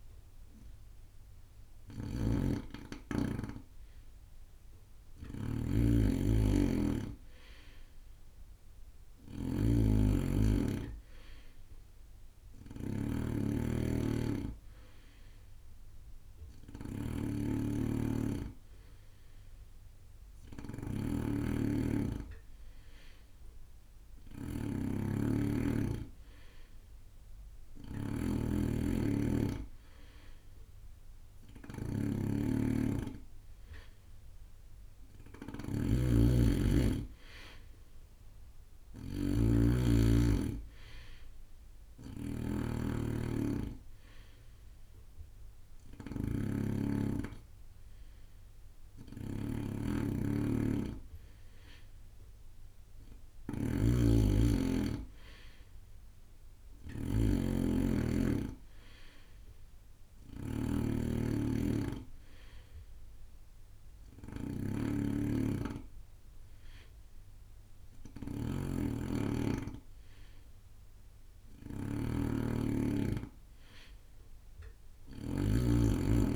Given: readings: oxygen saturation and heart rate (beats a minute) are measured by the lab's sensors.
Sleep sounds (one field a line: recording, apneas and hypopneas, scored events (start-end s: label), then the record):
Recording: breathing in sleep by a room microphone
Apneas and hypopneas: none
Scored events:
0.00-76.36 s: snoring (device-marked)
12.50-14.50 s: bradycardia (device-marked)
35.50-38.50 s: bradycardia (device-marked)
From the record:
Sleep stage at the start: N2 (light sleep)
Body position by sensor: on the right side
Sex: male